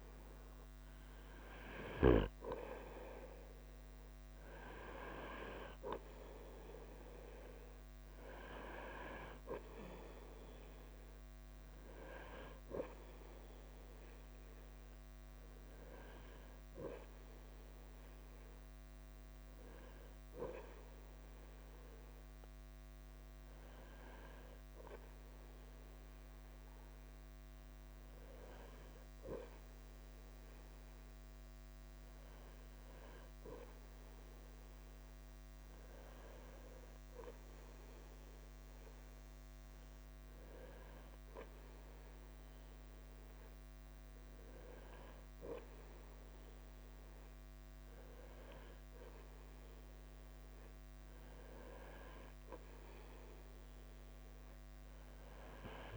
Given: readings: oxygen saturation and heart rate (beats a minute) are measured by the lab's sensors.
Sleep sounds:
breathing in sleep by a microphone on the trachea; none
0.00-55.97 s: bradycardia (device-marked, heart rate 40 extreme)
16.00-37.00 s: oxygen desaturation (device-marked, oxygen 97% before, 93% lowest, heart rate 48 before, 47 extreme)
45.00-55.97 s: new sleep stage, N3 (deep sleep)
From the record:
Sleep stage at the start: N2 (light sleep); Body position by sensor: on the front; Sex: male

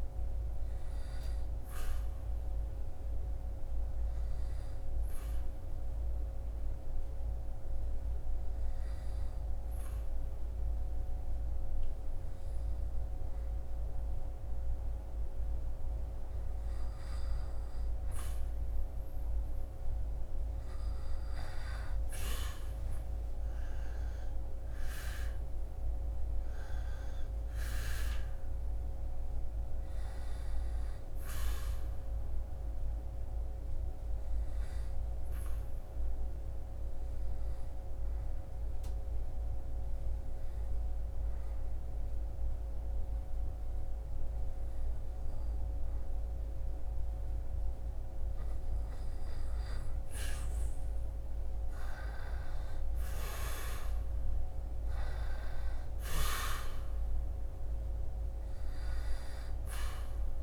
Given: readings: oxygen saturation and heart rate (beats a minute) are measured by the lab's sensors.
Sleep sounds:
breathing in sleep, hard to hear, by a room microphone; 2
0.00-8.50 s: oxygen desaturation (device-marked, oxygen 94% lowest, heart rate 61 extreme)
0.50-18.50 s: obstructive apnea (oxygen 98% before, 94% lowest, heart rate 67 before, 62 extreme, up 7 after)
22.00-25.50 s: arousal
32.50-48.50 s: obstructive apnea (oxygen 98% before, 95% lowest, heart rate 68 before, 61 extreme, up 14 after)
51.50-55.00 s: arousal
From the record:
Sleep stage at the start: N2 (light sleep); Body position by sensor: on the back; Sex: male

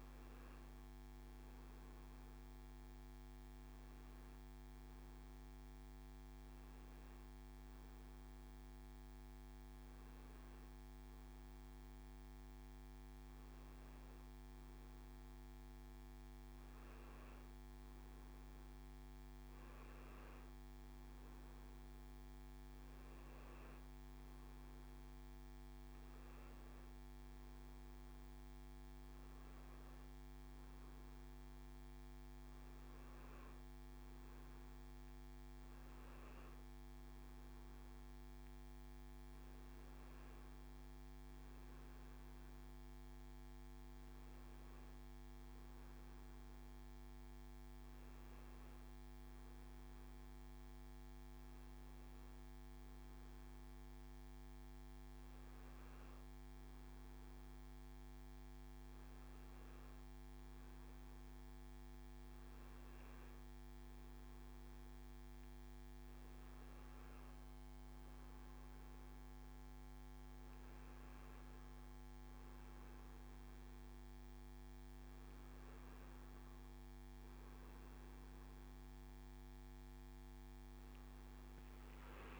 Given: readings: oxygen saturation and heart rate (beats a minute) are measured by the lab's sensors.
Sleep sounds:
a person awake in a sleep study, hard to hear, by a microphone on the trachea; none
none scored
From the record:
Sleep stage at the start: awake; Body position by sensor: on the back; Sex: male

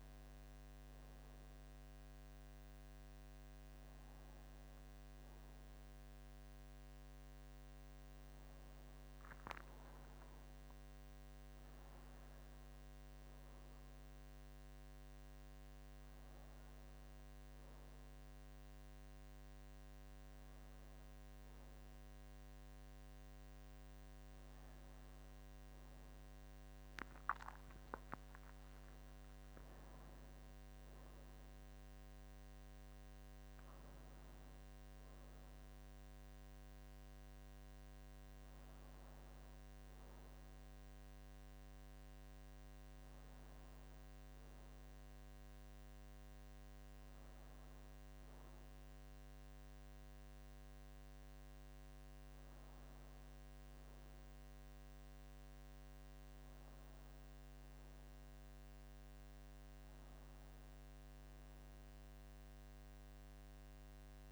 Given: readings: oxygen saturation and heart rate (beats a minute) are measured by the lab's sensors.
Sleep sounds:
breathing in sleep, hard to hear, by a microphone on the trachea; none
0.00-16.50 s: oxygen desaturation (device-marked, oxygen 95% lowest, heart rate 66 extreme)
From the record:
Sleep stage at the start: N2 (light sleep); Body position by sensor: on the back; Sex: male

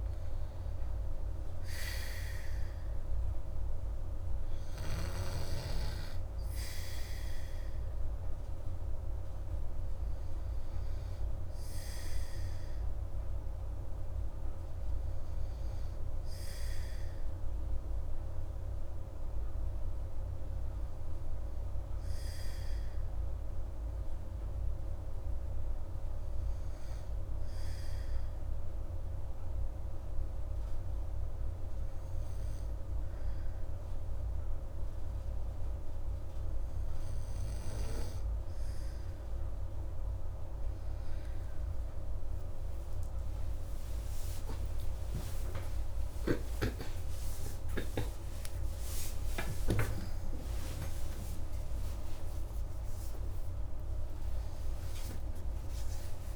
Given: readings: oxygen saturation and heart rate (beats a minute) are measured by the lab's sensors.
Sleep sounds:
breathing in sleep by a room microphone; 1
27.50-39.50 s: obstructive apnea (oxygen 97% before, 95% lowest, heart rate 152 before, 99 extreme)
43.00-49.00 s: arousal
From the record:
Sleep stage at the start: N2 (light sleep); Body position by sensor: on the back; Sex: female

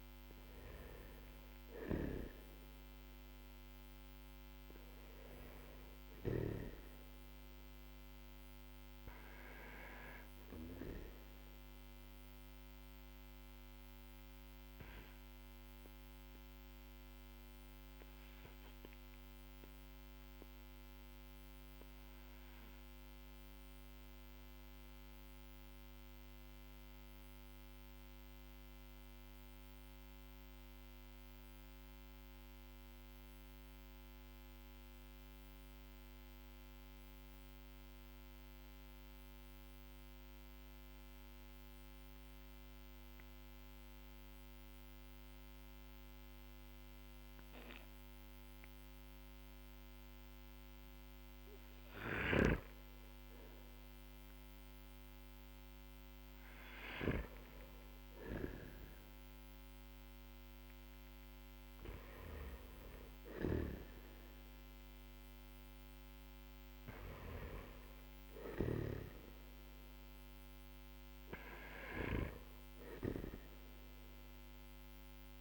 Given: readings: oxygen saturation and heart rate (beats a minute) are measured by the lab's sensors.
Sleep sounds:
breathing in sleep by a microphone on the trachea; 1
1.00-5.50 s: snoring (device-marked)
17.00-50.00 s: obstructive apnea (oxygen 97% before, 93% lowest, heart rate 45 before, 42 extreme, up 10 after)
52.50-65.50 s: oxygen desaturation (device-marked, oxygen 99% before, 95% lowest, heart rate 50 before, 42 extreme)
53.00-56.50 s: arousal
62.50-71.50 s: snoring (device-marked)
From the record:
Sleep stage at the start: N2 (light sleep); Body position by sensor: on the back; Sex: male

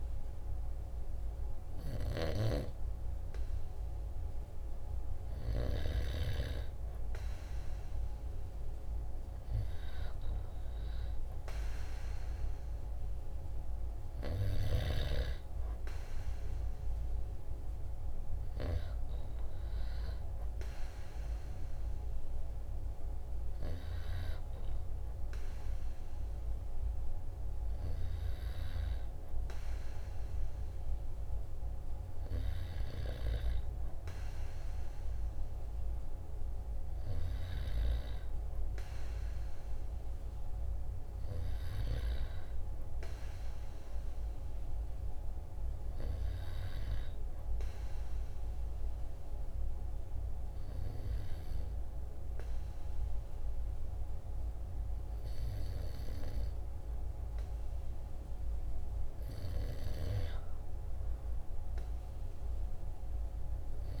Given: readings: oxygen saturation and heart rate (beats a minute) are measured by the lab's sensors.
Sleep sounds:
breathing in sleep by a room microphone; 1
47.50-59.00 s: obstructive apnea (oxygen 95% before, 94% lowest, heart rate 49 before, 48 extreme, up 0 after)
61.50-64.00 s: arousal
From the record:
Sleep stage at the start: N2 (light sleep); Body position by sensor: on the right side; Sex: male

